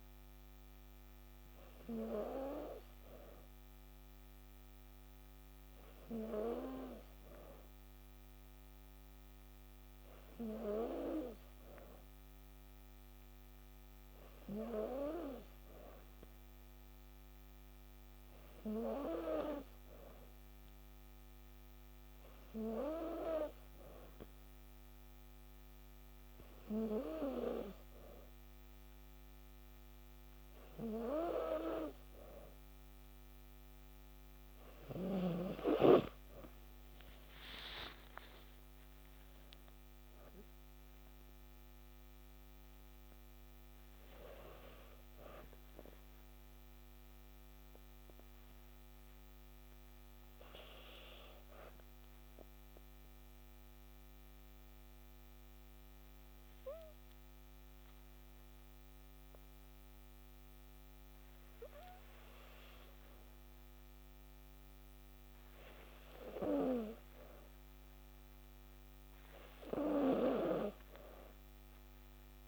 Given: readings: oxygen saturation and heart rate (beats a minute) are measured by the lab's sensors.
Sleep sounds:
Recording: breathing in sleep by a microphone on the trachea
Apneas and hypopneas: 1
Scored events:
17.50-72.48 s: new sleep stage, N2 (light sleep)
40.50-46.50 s: arousal
52.00-63.50 s: obstructive apnea (oxygen 92% before, 91% lowest, heart rate 59 before, 58 extreme, up 1 after)
66.00-70.50 s: arousal
70.00-72.48 s: snoring (device-marked)
From the record:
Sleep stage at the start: N3 (deep sleep)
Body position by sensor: on the back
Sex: female

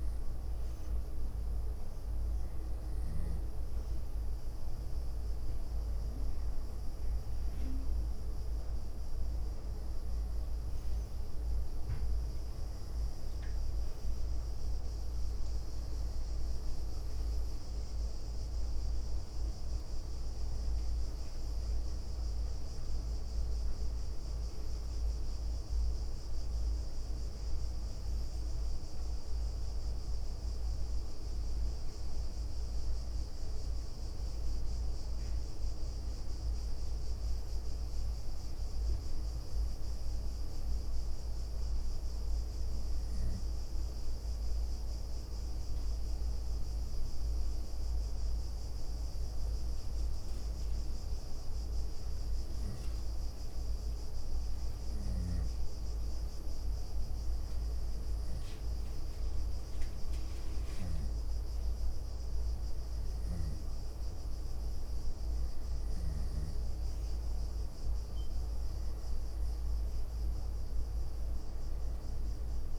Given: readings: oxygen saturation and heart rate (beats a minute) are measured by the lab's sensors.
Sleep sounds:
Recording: breathing in sleep, hard to hear, by a room microphone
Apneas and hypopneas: none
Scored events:
0.00-1.00 s: leg movement (device-marked)
2.00-3.50 s: leg movement (device-marked)
6.50-16.00 s: leg movement (device-marked)
19.50-21.50 s: leg movement (device-marked)
23.00-25.00 s: leg movement (device-marked)
26.00-28.50 s: leg movement (device-marked)
30.00-34.50 s: leg movement (device-marked)
35.50-37.50 s: leg movement (device-marked)
55.00-61.00 s: snoring (device-marked)
63.00-66.50 s: snoring (device-marked)
From the record:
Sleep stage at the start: N2 (light sleep)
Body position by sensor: on the right side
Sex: female

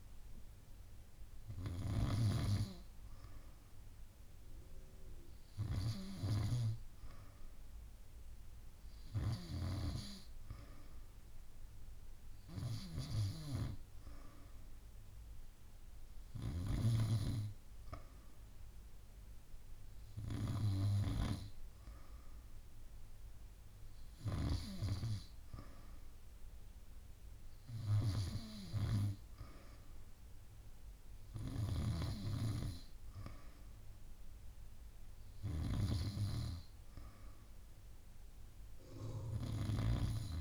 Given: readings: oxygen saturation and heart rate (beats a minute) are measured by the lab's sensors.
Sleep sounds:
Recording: breathing in sleep by a room microphone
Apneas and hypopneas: none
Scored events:
none scored
From the record:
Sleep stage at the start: N2 (light sleep)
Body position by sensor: on the back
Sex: female

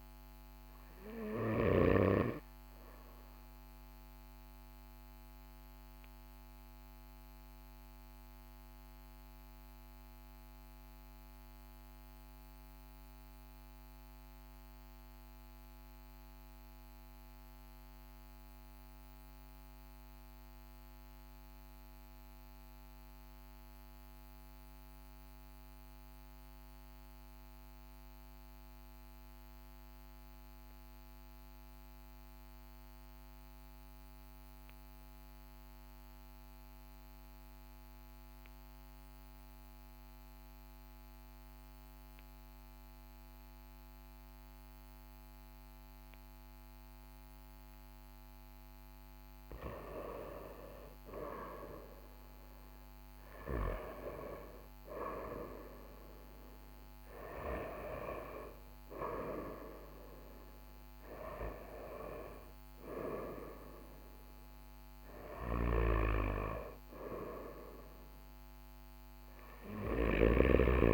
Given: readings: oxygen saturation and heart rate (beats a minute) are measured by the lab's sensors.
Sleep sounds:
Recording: breathing in sleep by a microphone on the trachea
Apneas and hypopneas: 1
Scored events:
0.00-1.50 s: snoring (device-marked)
1.00-14.00 s: oxygen desaturation (device-marked, oxygen 95% before, 92% lowest, heart rate 43 before, 39 extreme)
4.50-49.00 s: obstructive apnea (oxygen 97% before, 92% lowest, heart rate 42 before, 39 extreme, up 3 after)
38.00-58.00 s: oxygen desaturation (device-marked, oxygen 99% before, 95% lowest, heart rate 40 before, 40 extreme)
57.50-63.00 s: arousal
64.00-70.94 s: oxygen desaturation (device-marked, oxygen 96% before, 92% lowest, heart rate 42 before, 38 extreme)
69.50-70.94 s: snoring (device-marked)
From the record:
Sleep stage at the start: N2 (light sleep)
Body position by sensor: on the back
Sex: male

